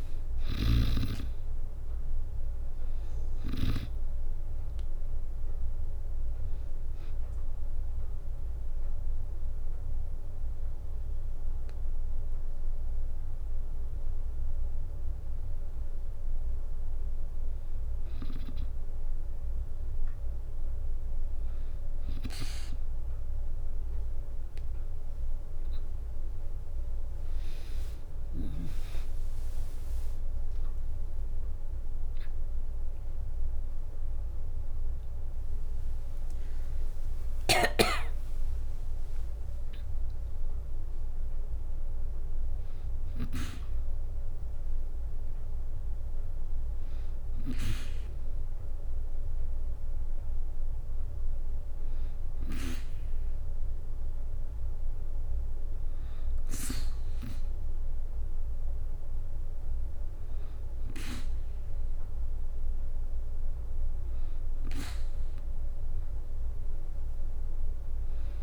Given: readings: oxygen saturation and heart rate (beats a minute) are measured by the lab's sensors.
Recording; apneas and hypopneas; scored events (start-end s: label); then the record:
breathing in sleep by a room microphone; 1
0.00-12.00 s: drop in pulse transit time (device-marked, heart rate 64 extreme)
0.00-15.00 s: oxygen desaturation (device-marked, oxygen 93% lowest, heart rate 60 extreme)
7.50-18.00 s: hypopnea (oxygen 97% before, 94% lowest, heart rate 66 before, 60 extreme, up 2 after)
28.00-34.00 s: drop in pulse transit time (device-marked, heart rate 63 before, 70 extreme)
39.00-44.00 s: arousal
From the record:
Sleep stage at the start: N2 (light sleep); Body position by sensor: on the back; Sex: female